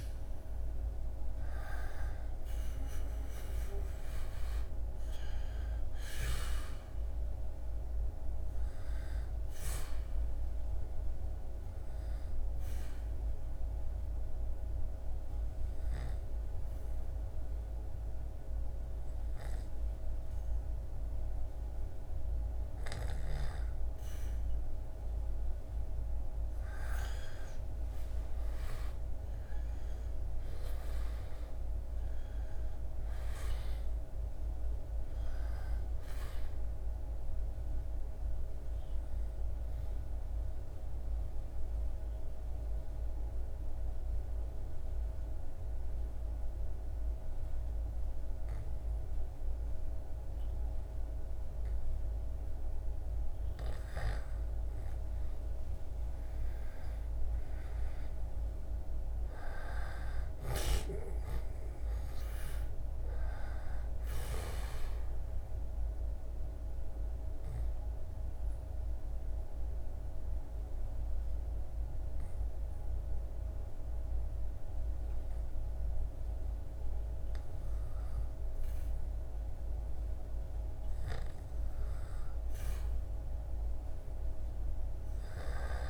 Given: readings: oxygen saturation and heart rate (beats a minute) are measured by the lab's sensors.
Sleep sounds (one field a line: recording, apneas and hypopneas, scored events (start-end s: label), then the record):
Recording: breathing in sleep, hard to hear, by a room microphone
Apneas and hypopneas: 3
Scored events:
11.00-22.00 s: obstructive apnea (oxygen 97% before, 94% lowest, heart rate 77 before, 64 extreme, up 16 after)
25.00-29.50 s: arousal
37.00-51.50 s: obstructive apnea (oxygen 98% before, 95% lowest, heart rate 75 before, 66 extreme, up 15 after)
53.00-57.00 s: arousal
64.50-78.50 s: obstructive apnea (oxygen 98% before, 95% lowest, heart rate 73 before, 69 extreme, up 2 after)
82.00-85.90 s: arousal
84.00-85.90 s: snoring (device-marked)
From the record:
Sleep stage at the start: N2 (light sleep)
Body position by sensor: on the back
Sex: male